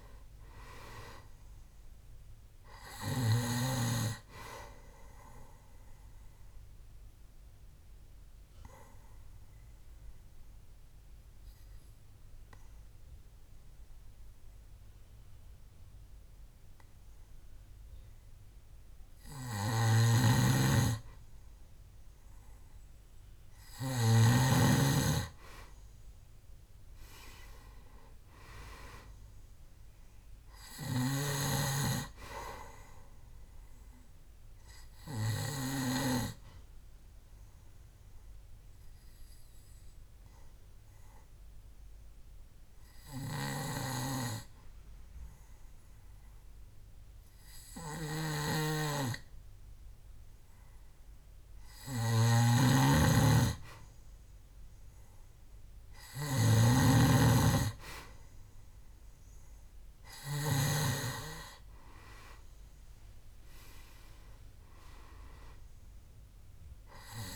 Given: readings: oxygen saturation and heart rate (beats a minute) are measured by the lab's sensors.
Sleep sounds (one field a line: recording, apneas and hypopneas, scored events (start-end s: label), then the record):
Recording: breathing in sleep by a room microphone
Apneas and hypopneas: 2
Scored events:
6.00-18.50 s: obstructive apnea (oxygen 97% before, 91% lowest, heart rate 67 before, 66 extreme, up 5 after)
20.00-24.50 s: snoring (device-marked)
21.00-24.50 s: arousal
28.00-49.00 s: oxygen desaturation (device-marked, oxygen 97% before, 92% lowest, heart rate 67 before, 66 extreme)
37.50-52.50 s: obstructive apnea (oxygen 97% before, 91% lowest, heart rate 68 before, 64 extreme, up 1 after)
52.50-61.00 s: snoring (device-marked)
55.00-58.50 s: arousal
59.00-67.36 s: oxygen desaturation (device-marked, oxygen 97% before, 91% lowest, heart rate 68 before, 64 extreme)
From the record:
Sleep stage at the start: N2 (light sleep)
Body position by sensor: on the back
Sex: male